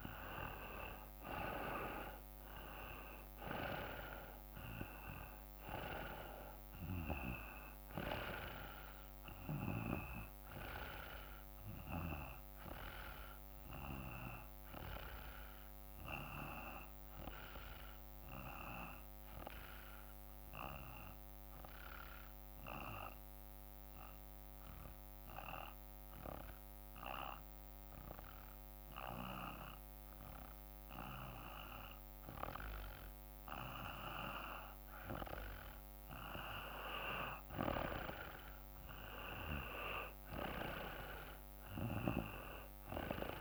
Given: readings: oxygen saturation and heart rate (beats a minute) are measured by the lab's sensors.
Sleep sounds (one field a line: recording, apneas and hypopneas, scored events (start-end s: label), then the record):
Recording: breathing in sleep by a microphone on the trachea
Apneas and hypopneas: 1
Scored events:
0.00-1.50 s: arousal
0.00-15.00 s: drop in pulse transit time (device-marked, heart rate 55 extreme)
0.00-24.00 s: oxygen desaturation (device-marked, oxygen 88% lowest, heart rate 54 extreme)
24.00-34.50 s: obstructive apnea (oxygen 96% before, 90% lowest, heart rate 56 before, 53 extreme, up 3 after)
36.50-40.50 s: arousal
39.00-43.41 s: oxygen desaturation (device-marked, oxygen 96% before, 91% lowest, heart rate 55 before, 53 extreme)
From the record:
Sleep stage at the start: N2 (light sleep)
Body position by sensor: on the back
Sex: male